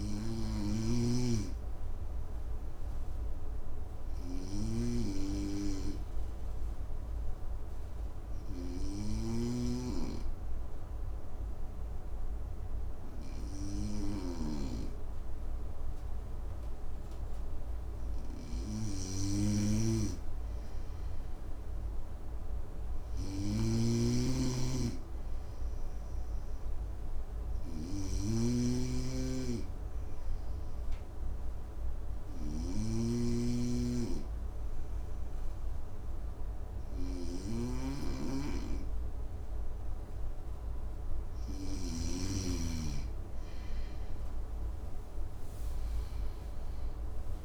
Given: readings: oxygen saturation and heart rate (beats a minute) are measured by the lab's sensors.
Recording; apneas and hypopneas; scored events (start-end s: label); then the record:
breathing in sleep by a room microphone; 2
0.00-8.50 s: snoring (device-marked)
0.00-17.00 s: oxygen desaturation (device-marked, oxygen 94% lowest, heart rate 53 extreme)
0.50-14.00 s: obstructive apnea (oxygen 99% before, 94% lowest, heart rate 56 before, 53 extreme, up 4 after)
18.00-21.00 s: arousal
18.50-41.00 s: snoring (device-marked)
25.50-39.50 s: obstructive apnea (oxygen 97% before, 93% lowest, heart rate 55 before, 54 extreme, up 7 after)
43.50-46.50 s: arousal
From the record:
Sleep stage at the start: N2 (light sleep); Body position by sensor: on the front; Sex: male